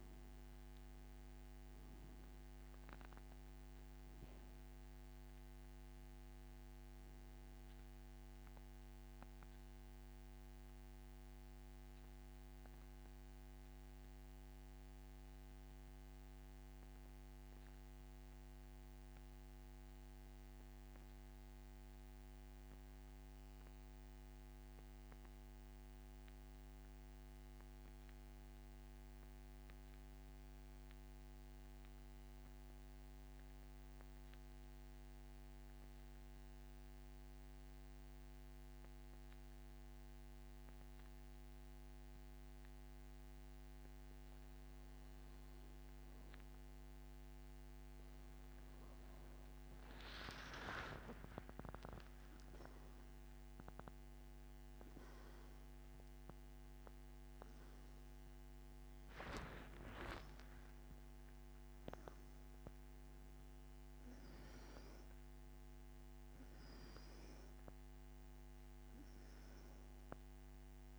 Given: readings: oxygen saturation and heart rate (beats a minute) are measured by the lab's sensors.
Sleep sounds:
breathing in sleep by a microphone on the trachea; 1
9.50-29.50 s: oxygen desaturation (device-marked, oxygen 94% before, 89% lowest, heart rate 81 before, 64 extreme)
11.00-45.50 s: central apnea (oxygen 97% before, 85% lowest, heart rate 81 before, 64 extreme, up 36 after)
34.50-43.50 s: oxygen desaturation (device-marked, oxygen 91% before, 85% lowest, heart rate 70 before, 67 extreme)
53.50-59.50 s: arousal
66.50-70.99 s: oxygen desaturation (device-marked, oxygen 98% before, 88% lowest, heart rate 90 before, 58 extreme)
From the record:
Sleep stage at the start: N2 (light sleep); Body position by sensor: on the back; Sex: male

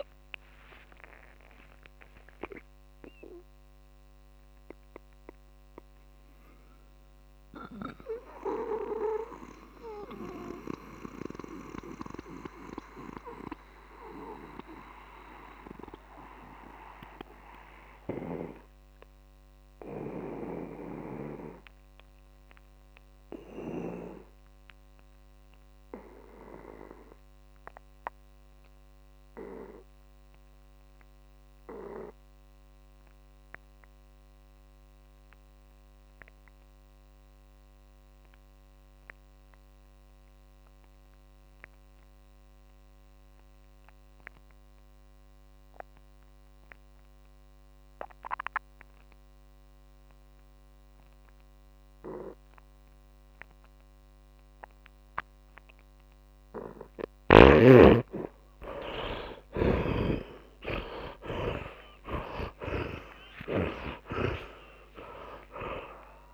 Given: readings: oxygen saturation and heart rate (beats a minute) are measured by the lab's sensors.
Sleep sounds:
breathing in sleep by a microphone on the trachea; 1
0.00-1.00 s: arousal
0.00-10.50 s: tachycardia (device-marked)
0.00-24.50 s: oxygen desaturation (device-marked, oxygen 72% lowest)
3.00-58.00 s: mixed apnea (oxygen 100% before, 71% lowest)
4.50-66.34 s: new sleep stage, REM sleep
38.50-66.34 s: oxygen desaturation (device-marked, oxygen 100% before, 71% lowest)
59.00-63.50 s: arousal
From the record:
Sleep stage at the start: N2 (light sleep); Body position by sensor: on the back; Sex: male

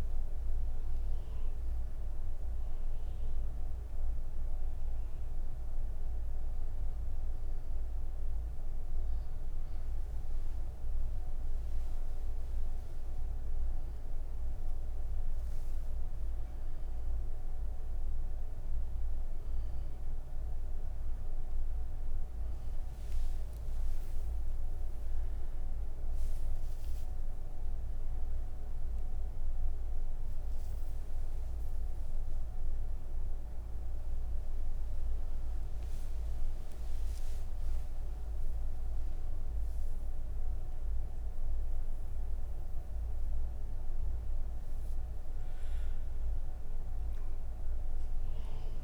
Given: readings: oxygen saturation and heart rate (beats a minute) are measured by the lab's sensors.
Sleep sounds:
breathing in sleep, hard to hear, by a room microphone; none
none scored
From the record:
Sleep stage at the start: N1 (lightest sleep); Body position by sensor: on the right side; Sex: female

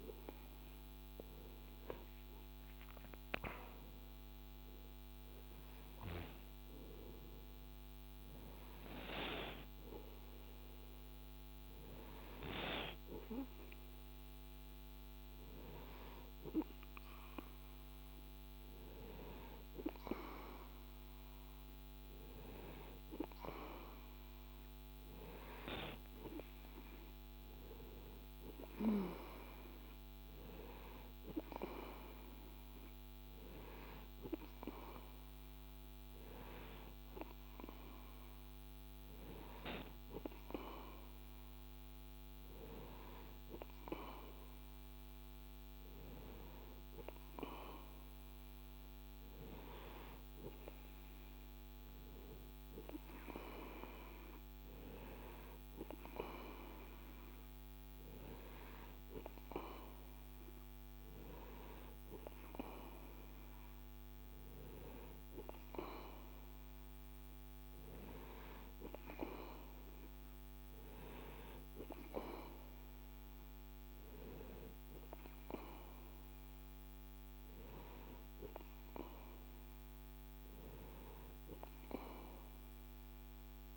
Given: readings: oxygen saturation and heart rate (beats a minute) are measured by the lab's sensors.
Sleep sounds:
breathing in sleep by a microphone on the trachea; none
none scored
From the record:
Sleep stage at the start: N2 (light sleep); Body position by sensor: on the right side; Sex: male

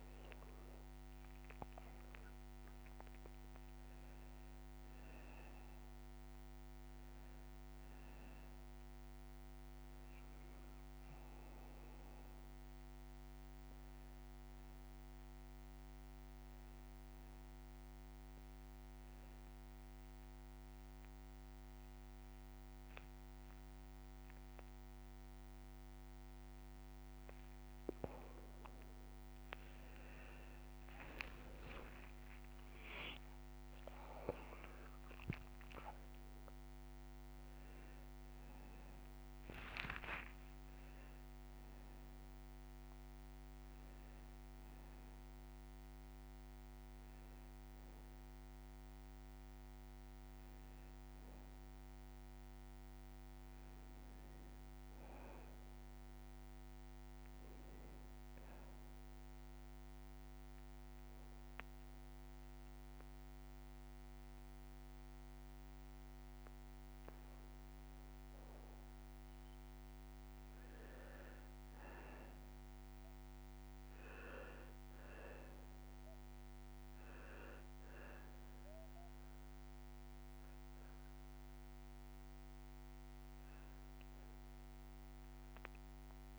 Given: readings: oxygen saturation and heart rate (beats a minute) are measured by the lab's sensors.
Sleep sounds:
breathing in sleep, hard to hear, by a microphone on the trachea; 2
0.00-4.00 s: oxygen desaturation (device-marked, oxygen 95% lowest, heart rate 110 extreme)
19.00-29.00 s: obstructive apnea (oxygen 98% before, 90% lowest, heart rate 136 before, 67 extreme)
30.50-34.00 s: arousal
36.00-44.00 s: oxygen desaturation (device-marked, oxygen 97% before, 92% lowest, heart rate 130 before, 85 extreme)
52.00-56.00 s: arousal
58.50-69.00 s: obstructive apnea (oxygen 97% before, 90% lowest, heart rate 121 before, 100 extreme, up 58 after)
70.00-73.00 s: arousal
70.00-86.39 s: new sleep stage, N2 (light sleep)
72.00-85.00 s: oxygen desaturation (device-marked, oxygen 96% before, 90% lowest, heart rate 127 before, 96 extreme)
From the record:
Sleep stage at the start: N1 (lightest sleep); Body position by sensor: on the back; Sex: male

